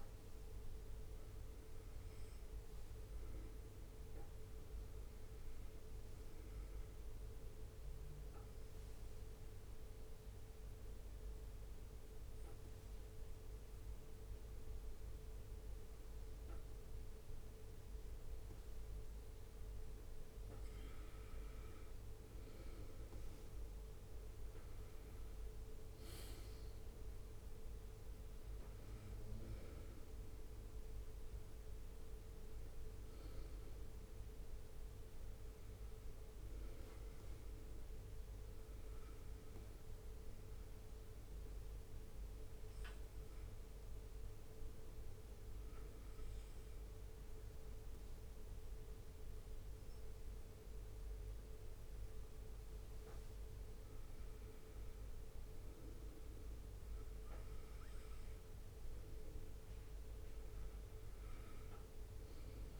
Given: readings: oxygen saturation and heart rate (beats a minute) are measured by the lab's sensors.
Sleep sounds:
breathing in sleep, hard to hear, by a room microphone; 2
7.50-20.50 s: obstructive apnea (oxygen 96% before, 92% lowest, heart rate 68 before, 67 extreme, up 4 after)
22.50-26.50 s: arousal
37.50-52.00 s: hypopnea (oxygen 96% before, 92% lowest, heart rate 70 before, 66 extreme, up 3 after)
54.50-58.50 s: arousal
From the record:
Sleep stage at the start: N2 (light sleep); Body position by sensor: on the back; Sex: male

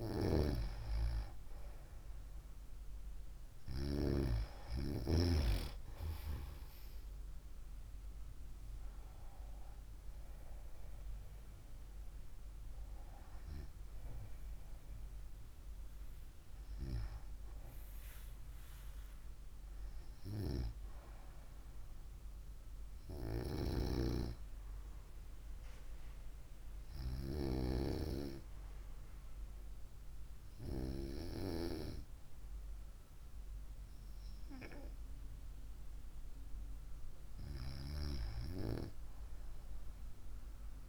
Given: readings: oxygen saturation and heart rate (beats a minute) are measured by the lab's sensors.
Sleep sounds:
breathing in sleep by a room microphone; 1
25.50-36.50 s: hypopnea (oxygen 95% before, 94% lowest, heart rate 63 before, 57 extreme, up 5 after)
38.00-40.89 s: arousal
From the record:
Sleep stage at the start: N2 (light sleep); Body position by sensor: on the right side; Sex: female

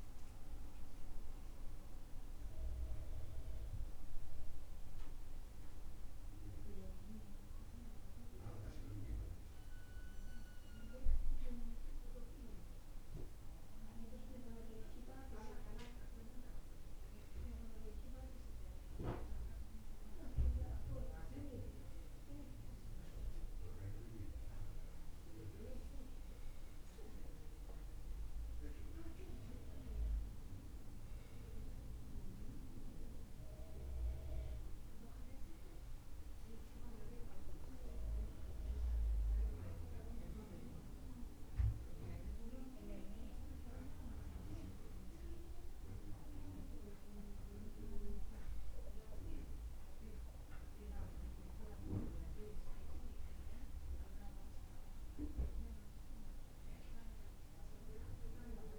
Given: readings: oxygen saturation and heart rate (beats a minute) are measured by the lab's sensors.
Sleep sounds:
breathing in sleep by a room microphone; none
none scored
From the record:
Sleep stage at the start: N2 (light sleep); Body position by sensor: on the back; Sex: male

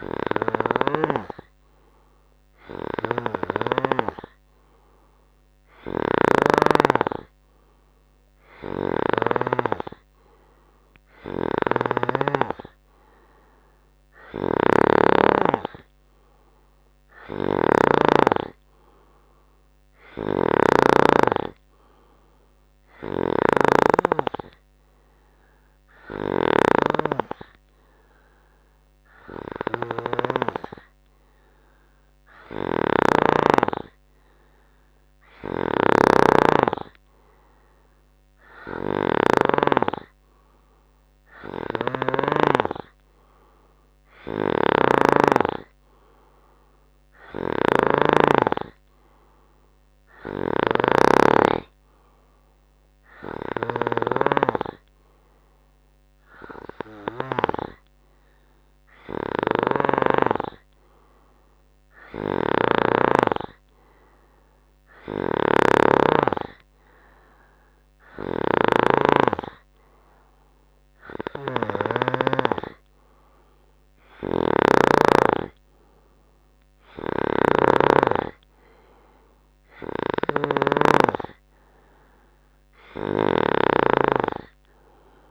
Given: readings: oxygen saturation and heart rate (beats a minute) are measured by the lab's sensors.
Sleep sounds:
breathing in sleep by a microphone on the trachea; none
0.00-1.00 s: snoring (device-marked)
3.00-9.50 s: snoring (device-marked)
11.50-33.50 s: snoring (device-marked)
35.50-42.50 s: snoring (device-marked)
44.50-75.00 s: snoring (device-marked)
77.00-85.31 s: snoring (device-marked)
From the record:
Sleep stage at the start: N3 (deep sleep); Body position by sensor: on the right side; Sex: male

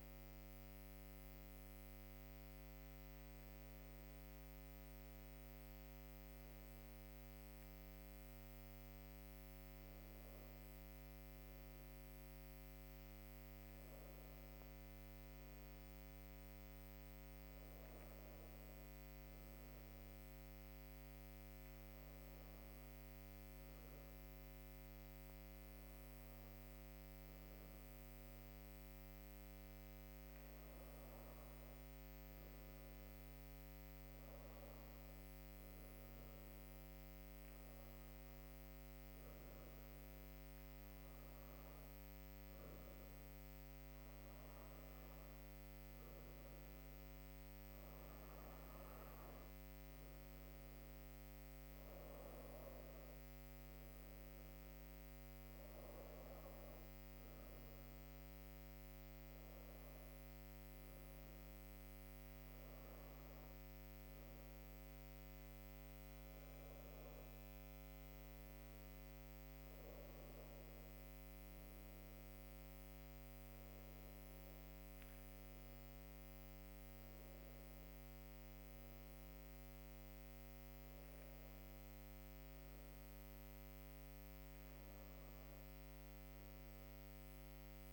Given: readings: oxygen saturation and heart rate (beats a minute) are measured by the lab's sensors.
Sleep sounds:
breathing in sleep, hard to hear, by a microphone on the trachea; none
18.00-87.93 s: new sleep stage, N2 (light sleep)
72.50-77.50 s: arousal
From the record:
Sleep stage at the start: N1 (lightest sleep); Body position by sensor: on the back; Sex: female

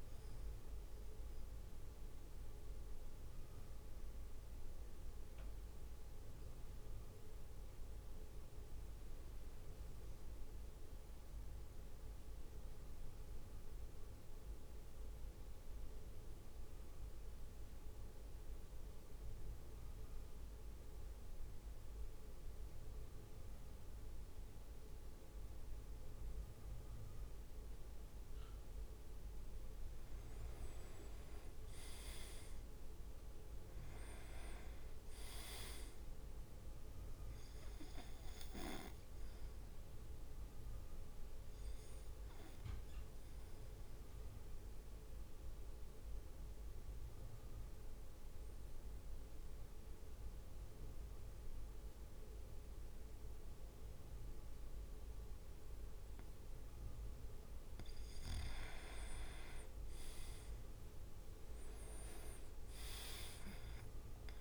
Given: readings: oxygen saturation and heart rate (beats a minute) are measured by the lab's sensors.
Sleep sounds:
breathing in sleep by a room microphone; 2
10.50-20.50 s: drop in pulse transit time (device-marked, heart rate 54 before, 51 extreme)
12.00-29.00 s: central apnea (oxygen 100% before, 95% lowest, heart rate 54 before, 50 extreme, up 7 after)
30.00-32.00 s: leg movement (device-marked)
31.00-34.00 s: arousal
31.50-41.50 s: drop in pulse transit time (device-marked, heart rate 54 before, 51 extreme)
34.50-35.50 s: leg movement (device-marked)
41.50-59.00 s: mixed apnea (oxygen 100% before, 95% lowest, heart rate 55 before, 49 extreme, up 8 after)
59.50-60.50 s: leg movement (device-marked)
60.50-64.41 s: drop in pulse transit time (device-marked, heart rate 53 before, 49 extreme)
61.50-63.00 s: leg movement (device-marked)
61.50-64.41 s: arousal
From the record:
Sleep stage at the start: N2 (light sleep); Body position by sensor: on the back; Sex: male

